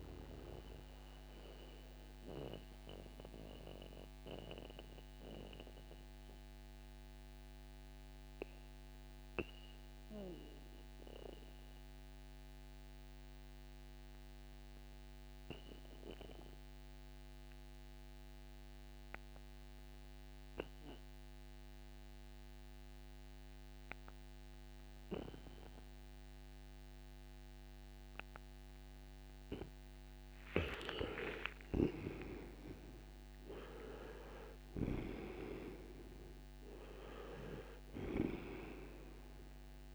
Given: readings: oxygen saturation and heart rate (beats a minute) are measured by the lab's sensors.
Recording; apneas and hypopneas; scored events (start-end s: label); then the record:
breathing in sleep by a microphone on the trachea; 1
0.00-12.50 s: oxygen desaturation (device-marked, oxygen 81% lowest, heart rate 60 extreme)
0.50-29.50 s: mixed apnea (oxygen 97% before, 81% lowest, heart rate 69 before, 60 extreme, up 17 after)
7.50-39.95 s: new sleep stage, N2 (light sleep)
29.50-39.95 s: oxygen desaturation (device-marked, oxygen 98% before, 84% lowest, heart rate 61 before, 58 extreme)
31.00-35.00 s: arousal
From the record:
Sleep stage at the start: N1 (lightest sleep); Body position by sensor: on the right side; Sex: male